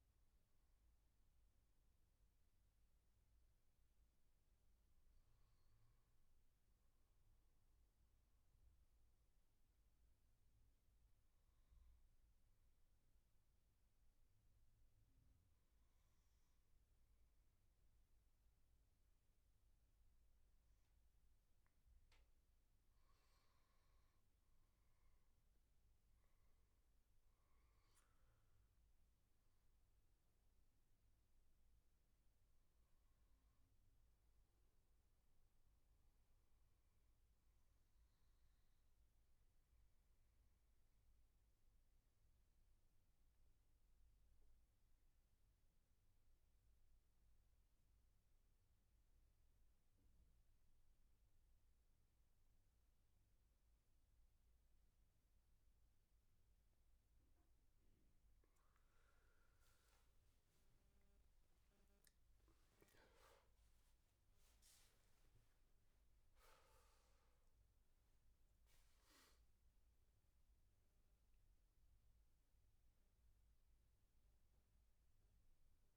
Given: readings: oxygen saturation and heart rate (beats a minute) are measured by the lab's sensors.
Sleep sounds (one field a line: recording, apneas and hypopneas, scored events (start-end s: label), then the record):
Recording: breathing in sleep, hard to hear, by a room microphone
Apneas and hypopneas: 2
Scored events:
1.00-5.00 s: arousal
8.00-22.00 s: hypopnea (oxygen 99% before, 91% lowest, heart rate 76 before, 75 extreme, up 5 after)
24.50-28.00 s: arousal
30.00-60.00 s: new sleep stage, N2 (light sleep)
37.50-56.50 s: mixed apnea (oxygen 98% before, 91% lowest, heart rate 83 before, 70 extreme, up 11 after)
56.00-75.97 s: oxygen desaturation (device-marked, oxygen 97% before, 91% lowest, heart rate 78 before, 70 extreme)
60.00-75.97 s: new sleep stage, awake
From the record:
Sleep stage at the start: N1 (lightest sleep)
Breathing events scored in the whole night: 223 in 5.4 hours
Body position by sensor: on the back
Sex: male